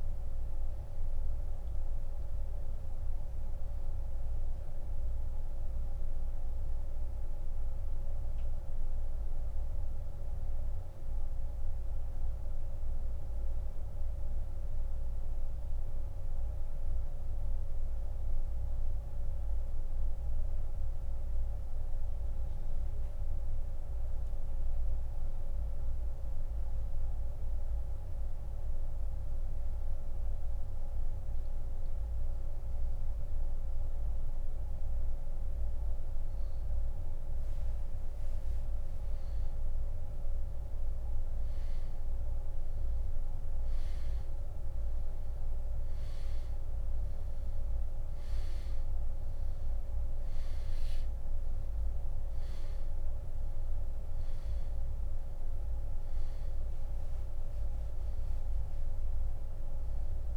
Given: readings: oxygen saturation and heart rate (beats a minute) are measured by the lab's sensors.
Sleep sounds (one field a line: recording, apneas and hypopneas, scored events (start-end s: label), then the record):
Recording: breathing in sleep, hard to hear, by a room microphone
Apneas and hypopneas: 1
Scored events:
2.50-6.00 s: arousal
9.00-36.00 s: mixed apnea (oxygen 95% before, 89% lowest)
39.50-44.00 s: arousal
56.00-60.37 s: oxygen desaturation (device-marked, oxygen 96% before, 89% lowest)
From the record:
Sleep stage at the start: N2 (light sleep)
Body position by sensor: on the back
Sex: male